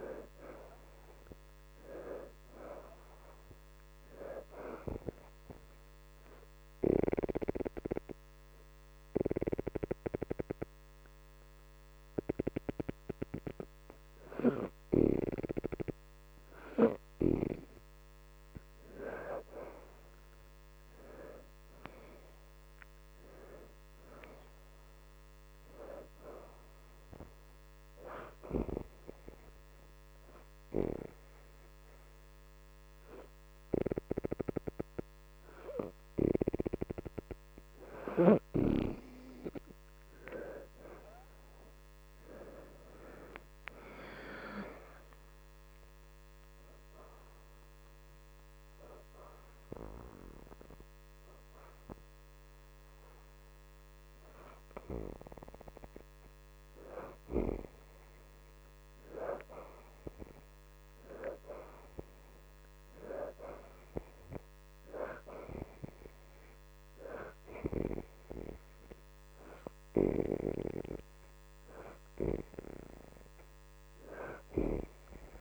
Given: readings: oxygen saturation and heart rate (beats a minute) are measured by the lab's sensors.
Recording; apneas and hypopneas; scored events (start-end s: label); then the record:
breathing in sleep by a microphone on the trachea; 3
0.00-1.50 s: oxygen desaturation (device-marked, oxygen 63% lowest, heart rate 75 extreme)
0.00-2.00 s: arousal
5.00-15.50 s: obstructive apnea (oxygen 82% before, 65% lowest, heart rate 79 before, 76 extreme, up 1 after)
6.50-24.50 s: oxygen desaturation (device-marked, oxygen 82% before, 65% lowest, heart rate 79 before, 76 extreme)
19.00-22.50 s: arousal
26.50-44.50 s: oxygen desaturation (device-marked, oxygen 80% before, 65% lowest, heart rate 80 before, 72 extreme)
28.50-39.00 s: obstructive apnea (oxygen 82% before, 65% lowest, heart rate 80 before, 72 extreme, up 4 after)
41.00-44.50 s: arousal
48.00-59.00 s: hypopnea (oxygen 81% before, 62% lowest, heart rate 80 before, 72 extreme, up 5 after)
51.50-69.50 s: oxygen desaturation (device-marked, oxygen 81% before, 66% lowest, heart rate 80 before, 72 extreme)
61.50-65.50 s: arousal
71.50-75.41 s: oxygen desaturation (device-marked, oxygen 83% before, 71% lowest, heart rate 76 before, 76 extreme)
From the record:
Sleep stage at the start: N2 (light sleep); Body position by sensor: upright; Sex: female